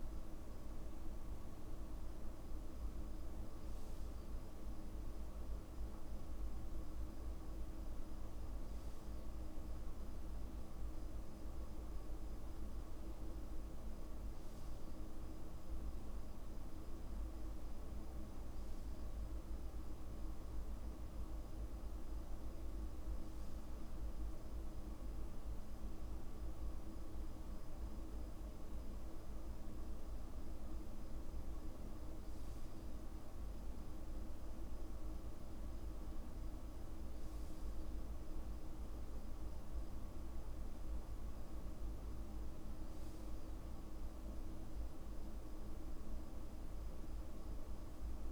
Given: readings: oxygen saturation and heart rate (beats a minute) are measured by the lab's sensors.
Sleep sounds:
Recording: breathing in sleep, hard to hear, by a room microphone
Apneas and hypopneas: none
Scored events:
none scored
From the record:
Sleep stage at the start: N2 (light sleep)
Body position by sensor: on the back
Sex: male

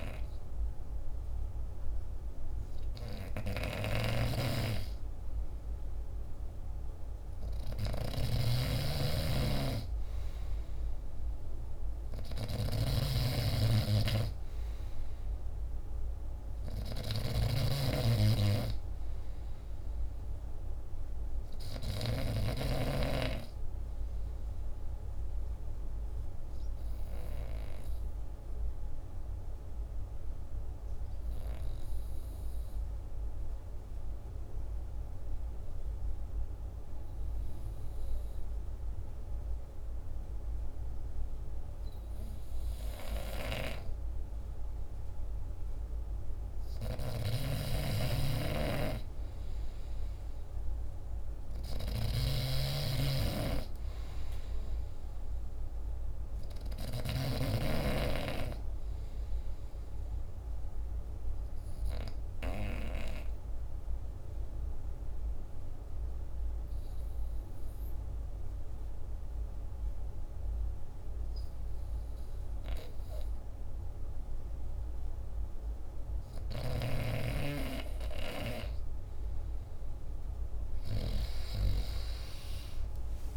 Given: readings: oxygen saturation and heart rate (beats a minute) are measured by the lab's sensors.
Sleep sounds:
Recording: breathing in sleep by a room microphone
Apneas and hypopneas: 2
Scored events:
3.50-22.00 s: snoring (device-marked)
4.00-32.00 s: oxygen desaturation (device-marked, oxygen 98% before, 89% lowest, heart rate 50 before, 49 extreme)
22.00-25.50 s: arousal
27.50-41.00 s: hypopnea (oxygen 97% before, 88% lowest, heart rate 54 before, 49 extreme, up 4 after)
42.50-45.50 s: arousal
47.00-57.00 s: snoring (device-marked)
48.00-74.00 s: oxygen desaturation (device-marked, oxygen 96% before, 89% lowest, heart rate 50 before, 49 extreme)
63.00-78.00 s: hypopnea (oxygen 96% before, 88% lowest, heart rate 54 before, 48 extreme, up 9 after)
79.50-83.00 s: arousal
80.00-83.37 s: oxygen desaturation (device-marked, oxygen 96% before, 88% lowest, heart rate 51 before, 48 extreme)
From the record:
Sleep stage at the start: N2 (light sleep)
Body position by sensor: on the back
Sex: male

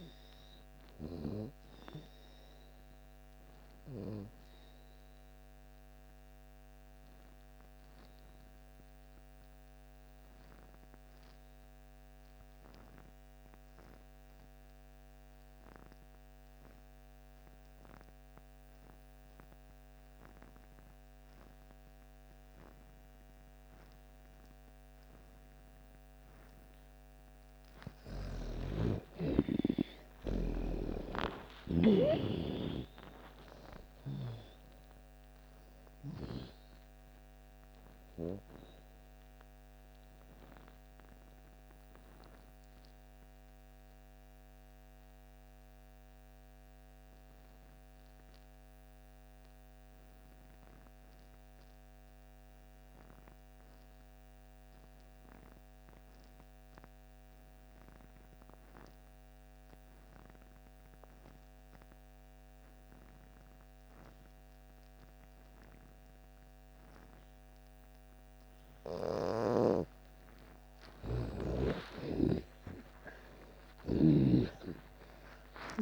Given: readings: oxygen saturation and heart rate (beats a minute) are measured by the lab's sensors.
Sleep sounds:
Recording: breathing in sleep by a microphone on the trachea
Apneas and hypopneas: 2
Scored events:
0.00-18.50 s: oxygen desaturation (device-marked, oxygen 82% lowest)
1.50-25.50 s: obstructive apnea (oxygen 98% before, 77% lowest)
23.50-56.50 s: oxygen desaturation (device-marked, oxygen 97% before, 77% lowest)
27.50-32.00 s: arousal
30.00-34.00 s: snoring (device-marked)
39.00-69.50 s: obstructive apnea (oxygen 97% before, 76% lowest)
58.50-75.82 s: oxygen desaturation (device-marked, oxygen 98% before, 76% lowest)
70.50-75.82 s: snoring (device-marked)
71.50-75.82 s: arousal
From the record:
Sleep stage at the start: N2 (light sleep)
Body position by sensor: on the back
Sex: female

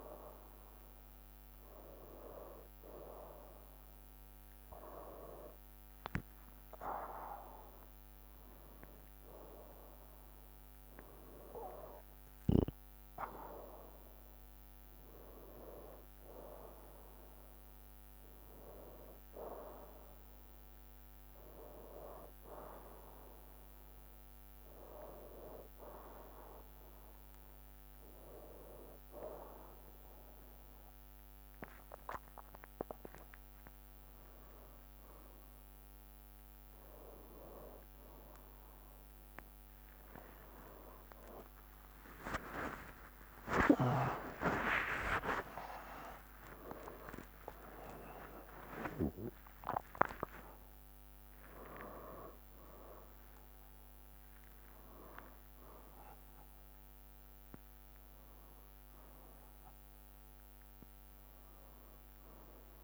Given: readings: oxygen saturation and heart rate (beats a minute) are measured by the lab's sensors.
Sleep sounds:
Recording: breathing in sleep by a microphone on the trachea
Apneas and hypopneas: none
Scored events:
38.50-47.50 s: tachycardia (device-marked, heart rate 67 before, 144 extreme)
39.00-45.00 s: arousal
39.50-41.50 s: long interval between heartbeats (device-marked, heart rate 70 before, 80 extreme)
41.50-57.50 s: drop in pulse transit time (device-marked, heart rate 71 before, 71 extreme)
42.50-44.50 s: long interval between heartbeats (device-marked, heart rate 73 before, 117 extreme)
45.50-47.50 s: long interval between heartbeats (device-marked, heart rate 81 before, 140 extreme)
From the record:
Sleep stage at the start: N1 (lightest sleep)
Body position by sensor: on the right side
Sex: male

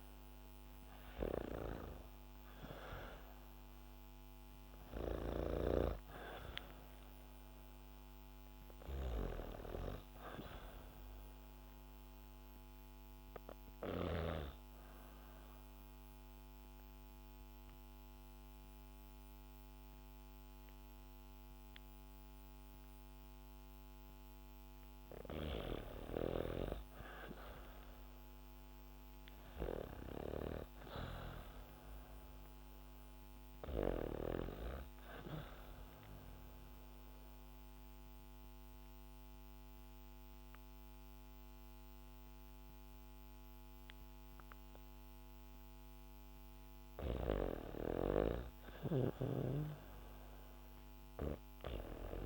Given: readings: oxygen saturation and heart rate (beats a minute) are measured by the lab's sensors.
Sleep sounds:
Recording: breathing in sleep by a microphone on the trachea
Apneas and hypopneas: 2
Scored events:
0.00-21.50 s: oxygen desaturation (device-marked, oxygen 88% lowest, heart rate 59 extreme)
13.50-24.50 s: obstructive apnea (oxygen 99% before, 90% lowest, heart rate 70 before, 67 extreme, up 1 after)
26.50-29.50 s: arousal
35.50-46.00 s: obstructive apnea (oxygen 100% before, 89% lowest, heart rate 72 before, 67 extreme, up 6 after)
48.50-52.00 s: arousal
From the record:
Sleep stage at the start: N2 (light sleep)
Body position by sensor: on the back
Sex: female

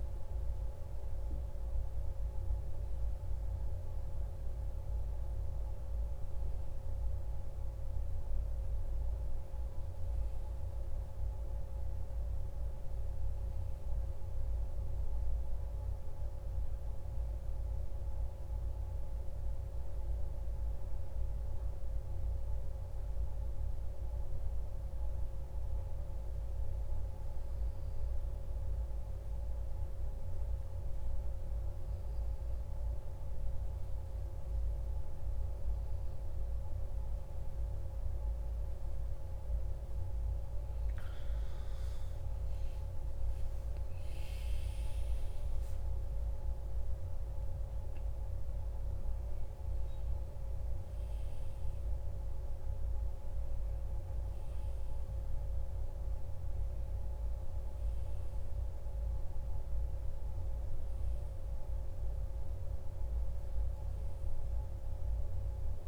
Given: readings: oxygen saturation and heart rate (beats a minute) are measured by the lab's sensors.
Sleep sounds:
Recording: a person awake in a sleep study, hard to hear, by a room microphone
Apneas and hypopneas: none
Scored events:
none scored
From the record:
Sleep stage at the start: awake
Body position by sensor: on the back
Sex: male

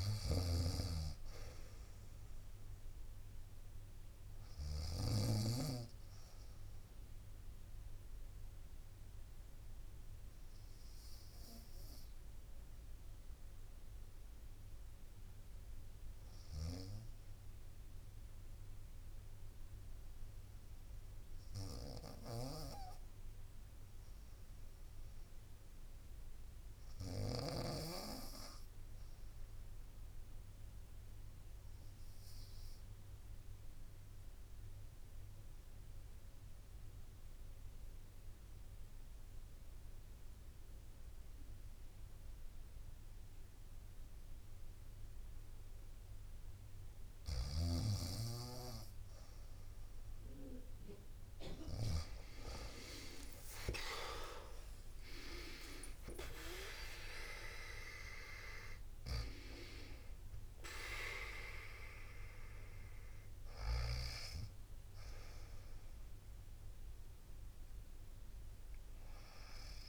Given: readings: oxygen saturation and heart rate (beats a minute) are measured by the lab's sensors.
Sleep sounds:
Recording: breathing in sleep by a room microphone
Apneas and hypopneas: 1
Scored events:
0.00-4.50 s: snoring (device-marked)
0.00-5.00 s: oxygen desaturation (device-marked, oxygen 89% lowest, heart rate 57 extreme)
0.00-6.00 s: drop in pulse transit time (device-marked, heart rate 63 extreme)
7.00-46.50 s: obstructive apnea (oxygen 96% before, 86% lowest, heart rate 70 before, 57 extreme, up 21 after)
11.00-17.00 s: bradycardia (device-marked, heart rate 64 before, 57 extreme)
16.00-27.00 s: snoring (device-marked)
31.00-34.00 s: bradycardia (device-marked, heart rate 64 before, 60 extreme)
44.00-69.89 s: oxygen desaturation (device-marked, oxygen 97% before, 86% lowest, heart rate 61 before, 60 extreme)
46.50-51.50 s: snoring (device-marked)
52.50-56.50 s: arousal
54.00-56.00 s: long interval between heartbeats (device-marked, heart rate 60 before, 80 extreme)
54.00-67.00 s: drop in pulse transit time (device-marked, heart rate 60 before, 71 extreme)
64.00-69.89 s: new sleep stage, N1 (lightest sleep)
From the record:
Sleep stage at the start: REM sleep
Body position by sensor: on the right side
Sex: female

